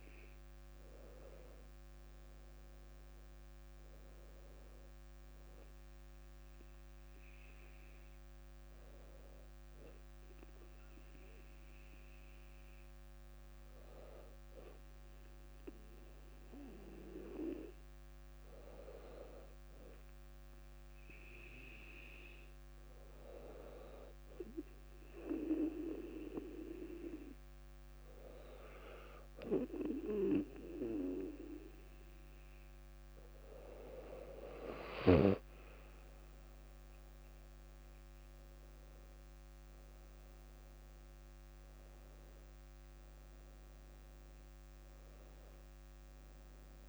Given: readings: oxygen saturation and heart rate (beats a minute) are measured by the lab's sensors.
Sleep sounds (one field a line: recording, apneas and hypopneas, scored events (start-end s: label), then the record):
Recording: breathing in sleep by a microphone on the trachea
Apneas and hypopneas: 1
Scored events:
10.50-31.50 s: hypopnea (oxygen 97% before, 95% lowest, heart rate 64 before, 61 extreme, up 3 after)
36.50-42.00 s: arousal
From the record:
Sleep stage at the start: N2 (light sleep)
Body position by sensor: on the back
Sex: female